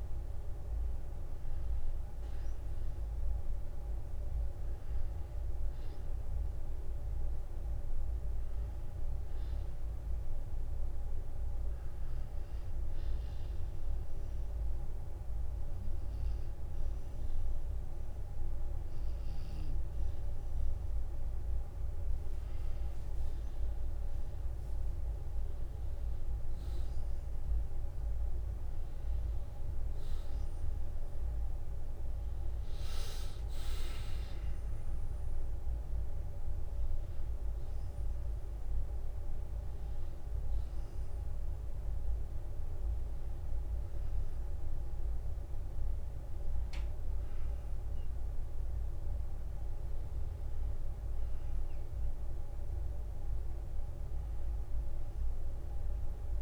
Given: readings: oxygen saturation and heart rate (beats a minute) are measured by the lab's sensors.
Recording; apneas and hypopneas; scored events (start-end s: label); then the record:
breathing in sleep, hard to hear, by a room microphone; 1
12.00-22.50 s: obstructive apnea (oxygen 94% before, 89% lowest, heart rate 62 before, 54 extreme, up 7 after)
13.50-15.50 s: long interval between heartbeats (device-marked, heart rate 62 before, 57 extreme)
26.00-28.00 s: long interval between heartbeats (device-marked, heart rate 60 before, 54 extreme)
26.00-29.50 s: arousal
41.00-43.00 s: long interval between heartbeats (device-marked, heart rate 59 before, 60 extreme)
41.50-46.50 s: oxygen desaturation (device-marked, oxygen 92% before, 89% lowest, heart rate 59 before, 47 extreme)
49.00-53.00 s: arousal
From the record:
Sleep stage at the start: N2 (light sleep); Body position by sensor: on the back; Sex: male